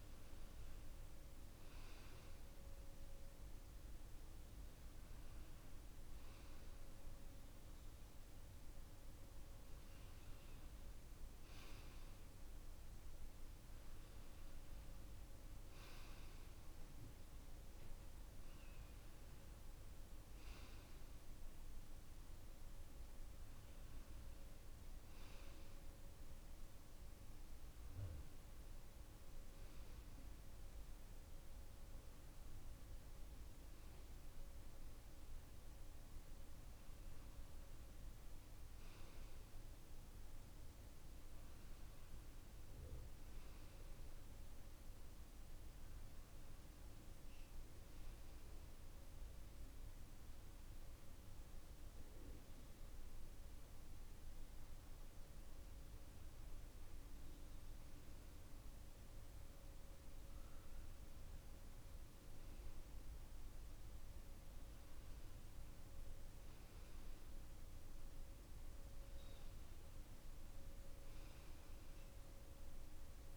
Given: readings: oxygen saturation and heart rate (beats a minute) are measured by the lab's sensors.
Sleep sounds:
breathing in sleep, hard to hear, by a room microphone; none
none scored
From the record:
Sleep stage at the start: N2 (light sleep); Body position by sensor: on the back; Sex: male

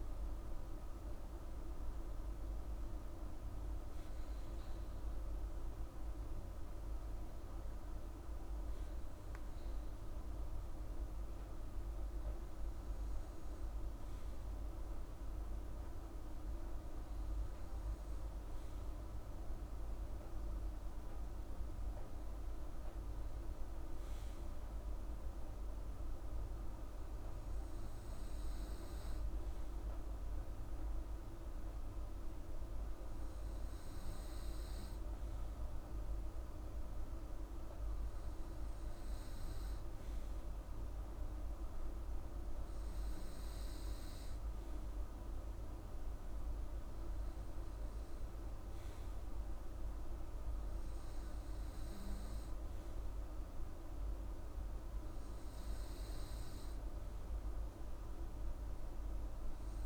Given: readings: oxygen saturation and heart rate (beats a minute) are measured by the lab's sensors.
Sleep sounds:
breathing in sleep, hard to hear, by a room microphone; none
none scored
From the record:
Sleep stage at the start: N2 (light sleep); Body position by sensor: on the right side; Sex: female

